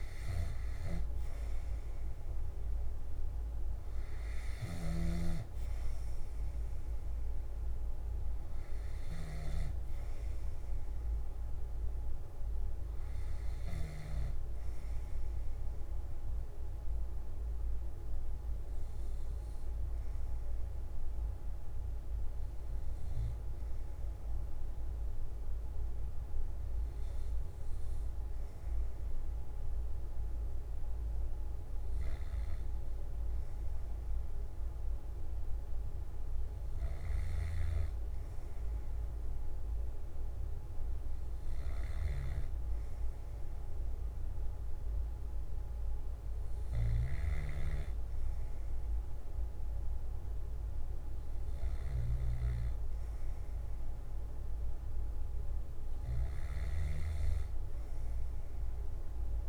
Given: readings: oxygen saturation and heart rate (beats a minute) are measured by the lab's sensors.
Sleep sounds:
breathing in sleep, hard to hear, by a room microphone; none
52.00-59.49 s: new sleep stage, N3 (deep sleep)
From the record:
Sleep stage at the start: N2 (light sleep); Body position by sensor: on the left side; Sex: male

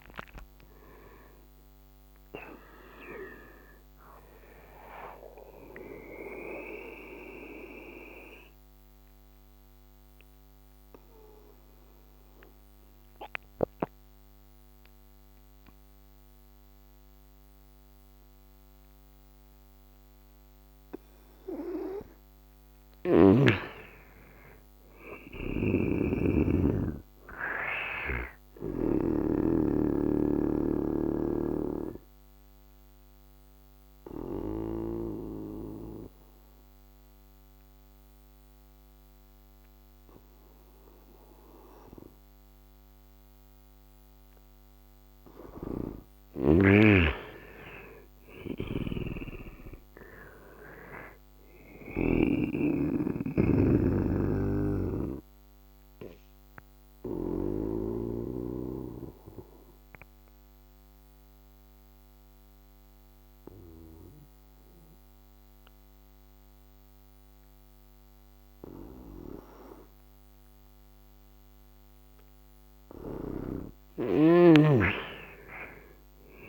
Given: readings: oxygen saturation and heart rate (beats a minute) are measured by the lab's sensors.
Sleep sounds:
breathing in sleep by a microphone on the trachea; 3
0.00-2.00 s: arousal
0.00-25.00 s: oxygen desaturation (device-marked, oxygen 83% lowest, heart rate 68 extreme)
6.50-21.00 s: obstructive apnea (oxygen 98% before, 83% lowest, heart rate 76 before, 68 extreme, up 5 after)
23.50-27.00 s: arousal
25.50-29.00 s: snoring (device-marked)
30.00-45.00 s: obstructive apnea (oxygen 100% before, 86% lowest, heart rate 75 before, 68 extreme, up 11 after)
32.00-45.00 s: oxygen desaturation (device-marked, oxygen 100% before, 89% lowest, heart rate 75 before, 71 extreme)
47.00-51.00 s: arousal
48.50-58.00 s: snoring (device-marked)
55.00-72.00 s: obstructive apnea (oxygen 100% before, 80% lowest, heart rate 74 before, 72 extreme, up 5 after)
56.00-70.00 s: oxygen desaturation (device-marked, oxygen 97% before, 87% lowest, heart rate 75 before, 72 extreme)
73.00-76.49 s: arousal
73.50-76.49 s: snoring (device-marked)
From the record:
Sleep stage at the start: N2 (light sleep); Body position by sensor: on the right side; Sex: male

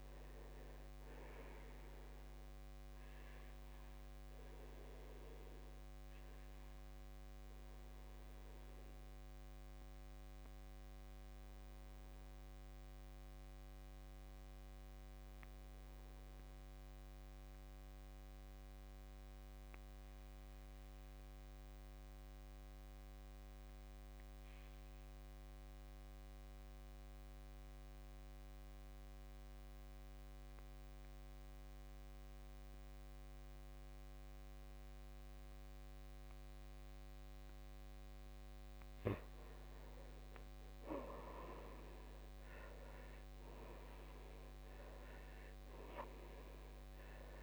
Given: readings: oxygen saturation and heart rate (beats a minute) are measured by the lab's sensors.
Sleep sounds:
breathing in sleep, hard to hear, by a microphone on the trachea; 1
0.00-11.50 s: oxygen desaturation (device-marked, oxygen 77% lowest, heart rate 55 extreme)
2.50-37.50 s: obstructive apnea (oxygen 94% before, 77% lowest, heart rate 69 before, 55 extreme, up 11 after)
29.50-47.43 s: oxygen desaturation (device-marked, oxygen 99% before, 78% lowest, heart rate 58 before, 61 extreme)
39.00-43.50 s: arousal
From the record:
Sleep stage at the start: N2 (light sleep); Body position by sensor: on the back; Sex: male

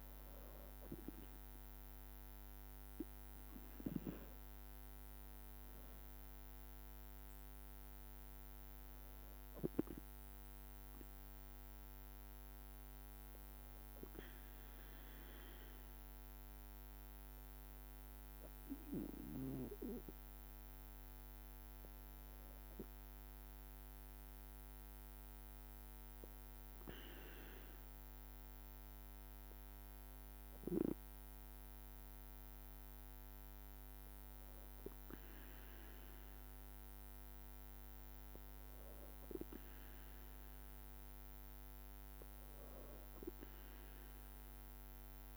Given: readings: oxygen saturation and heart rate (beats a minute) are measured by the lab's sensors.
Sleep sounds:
breathing in sleep by a microphone on the trachea; none
0.00-16.50 s: oxygen desaturation (device-marked, oxygen 90% lowest, heart rate 56 extreme)
From the record:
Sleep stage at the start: N2 (light sleep); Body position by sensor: on the back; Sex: female

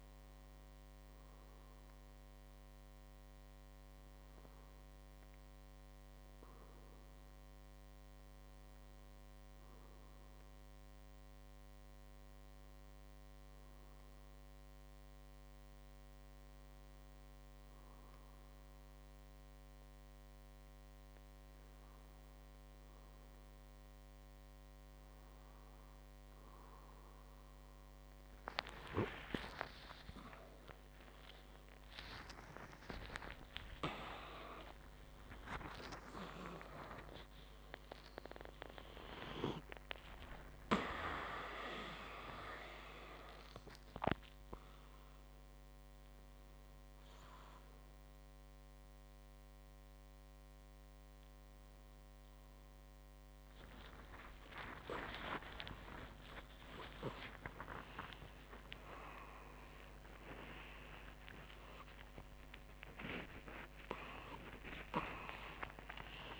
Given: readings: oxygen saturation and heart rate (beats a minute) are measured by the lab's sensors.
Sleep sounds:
a person awake in a sleep study, by a microphone on the trachea; 1
3.50-7.50 s: arousal
10.00-21.50 s: hypopnea (oxygen 96% before, 95% lowest, heart rate 38 before, 34 extreme, up 23 after)
19.00-66.39 s: new sleep stage, awake
54.00-66.39 s: tachycardia (device-marked, heart rate 41 before, 189 extreme)
From the record:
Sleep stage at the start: N2 (light sleep); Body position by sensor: on the back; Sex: male

